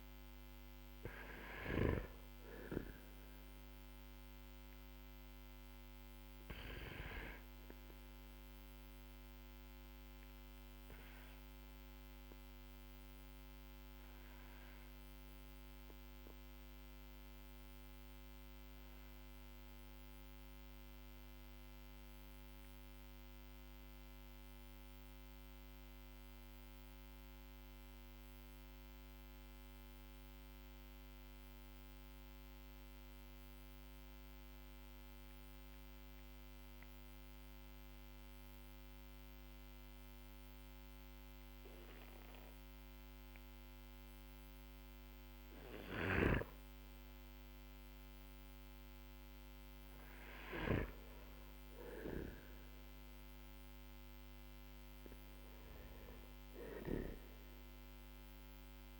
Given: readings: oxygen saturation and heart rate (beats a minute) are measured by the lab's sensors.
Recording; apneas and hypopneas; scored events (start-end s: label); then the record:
a person partly awake in a sleep study, by a microphone on the trachea; 1
0.00-1.00 s: snoring (device-marked)
0.00-27.50 s: oxygen desaturation (device-marked, oxygen 94% lowest, heart rate 41 extreme)
12.50-59.00 s: new sleep stage, N2 (light sleep)
18.00-44.00 s: obstructive apnea (oxygen 97% before, 93% lowest, heart rate 46 before, 43 extreme, up 14 after)
44.50-55.50 s: oxygen desaturation (device-marked, oxygen 99% before, 95% lowest, heart rate 52 before, 40 extreme)
45.00-50.00 s: snoring (device-marked)
49.00-54.00 s: arousal
From the record:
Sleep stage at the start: awake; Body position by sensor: on the back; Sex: male